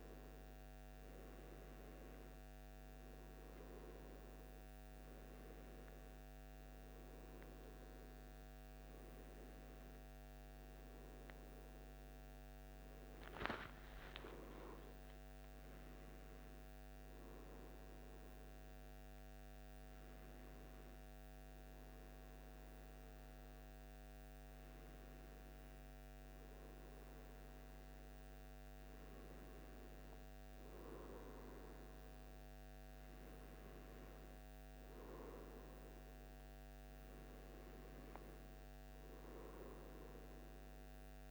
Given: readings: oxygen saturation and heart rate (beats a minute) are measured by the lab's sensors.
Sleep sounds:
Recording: a person awake in a sleep study, by a microphone on the trachea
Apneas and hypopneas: none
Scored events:
27.50-41.31 s: new sleep stage, N1 (lightest sleep)
From the record:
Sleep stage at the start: awake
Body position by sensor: on the right side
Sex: male

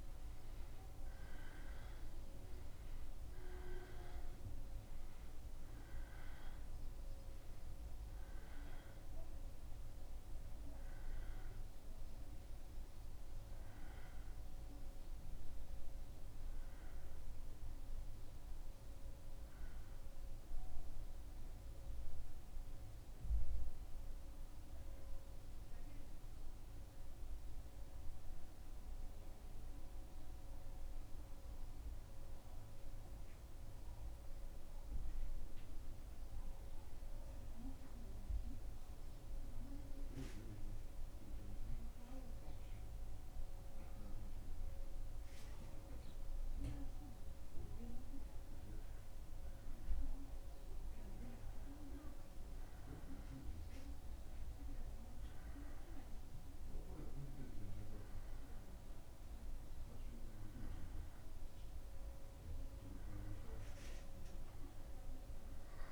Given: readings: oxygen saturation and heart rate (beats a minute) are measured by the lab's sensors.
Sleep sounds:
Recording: breathing in sleep by a room microphone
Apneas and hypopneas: 1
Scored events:
16.00-20.00 s: arousal
23.00-47.00 s: central apnea (oxygen 97% before, 93% lowest, heart rate 77 before, 74 extreme, up 3 after)
49.00-53.50 s: arousal
49.00-64.00 s: oxygen desaturation (device-marked, oxygen 97% before, 94% lowest, heart rate 76 before, 74 extreme)
From the record:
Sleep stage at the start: N2 (light sleep)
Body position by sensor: on the back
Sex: male

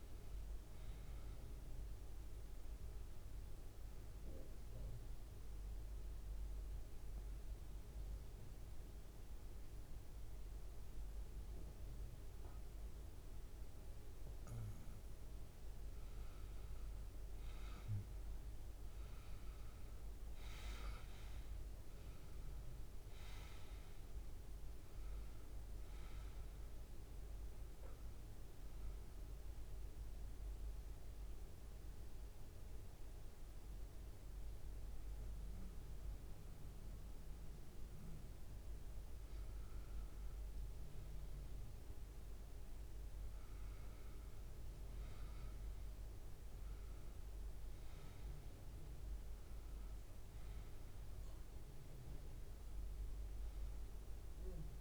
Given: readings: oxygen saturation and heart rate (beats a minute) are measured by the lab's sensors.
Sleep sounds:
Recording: breathing in sleep, hard to hear, by a room microphone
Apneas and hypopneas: 2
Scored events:
0.00-21.50 s: oxygen desaturation (device-marked, oxygen 91% lowest, heart rate 71 extreme)
5.00-15.00 s: mixed apnea (oxygen 98% before, 90% lowest, heart rate 76 before, 71 extreme, up 1 after)
21.00-25.50 s: arousal
29.00-40.00 s: obstructive apnea (oxygen 97% before, 90% lowest, heart rate 74 before, 71 extreme, up 1 after)
32.50-46.50 s: oxygen desaturation (device-marked, oxygen 97% before, 90% lowest, heart rate 75 before, 71 extreme)
46.00-51.50 s: arousal
From the record:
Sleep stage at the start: N1 (lightest sleep)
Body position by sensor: on the back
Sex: male

